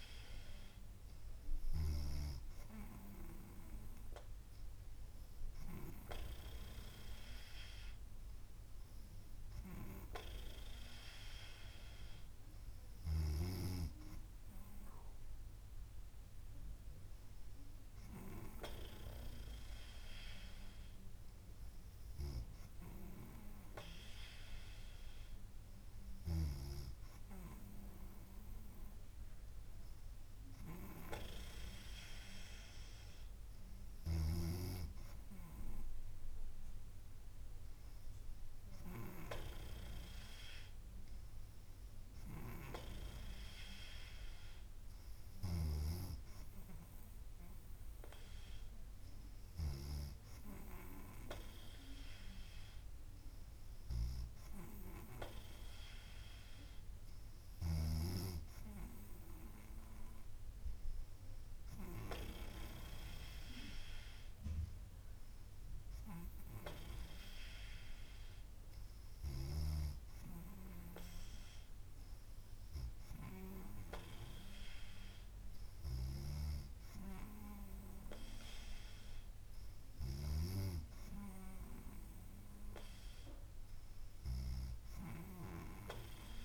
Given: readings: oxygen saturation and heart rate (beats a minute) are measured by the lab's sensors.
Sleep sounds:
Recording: breathing in sleep by a room microphone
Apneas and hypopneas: none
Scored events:
none scored
From the record:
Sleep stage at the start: N3 (deep sleep)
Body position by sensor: on the back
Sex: female

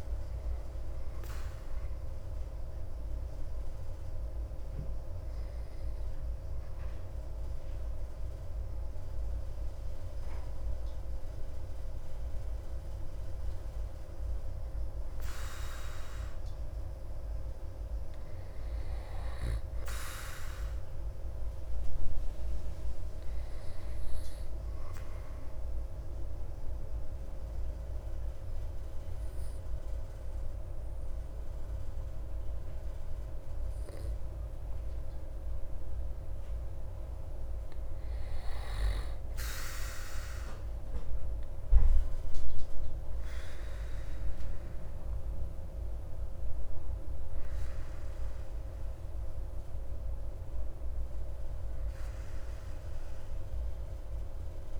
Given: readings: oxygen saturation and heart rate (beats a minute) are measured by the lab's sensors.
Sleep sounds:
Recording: breathing in sleep, hard to hear, by a room microphone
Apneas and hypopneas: 2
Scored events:
0.50-13.00 s: obstructive apnea (oxygen 97% before, 95% lowest)
16.00-19.00 s: arousal
25.00-36.50 s: obstructive apnea (oxygen 98% before, 95% lowest)
39.00-43.00 s: arousal
From the record:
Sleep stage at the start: N2 (light sleep)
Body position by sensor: on the back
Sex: male

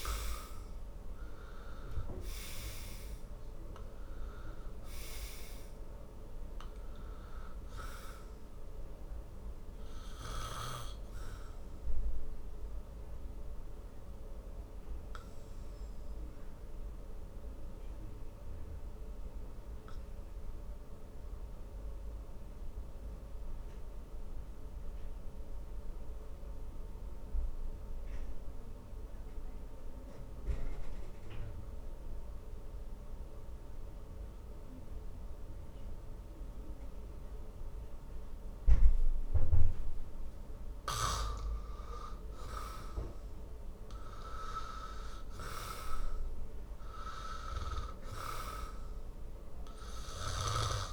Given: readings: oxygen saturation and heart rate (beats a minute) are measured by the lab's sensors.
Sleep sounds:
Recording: breathing in sleep by a room microphone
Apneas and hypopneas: 1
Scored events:
0.00-35.00 s: oxygen desaturation (device-marked, oxygen 74% lowest, heart rate 49 extreme)
12.50-40.50 s: obstructive apnea (oxygen 97% before, 74% lowest, heart rate 69 before, 50 extreme, up 9 after)
42.00-46.00 s: arousal
From the record:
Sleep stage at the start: N2 (light sleep)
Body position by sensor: on the back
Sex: male

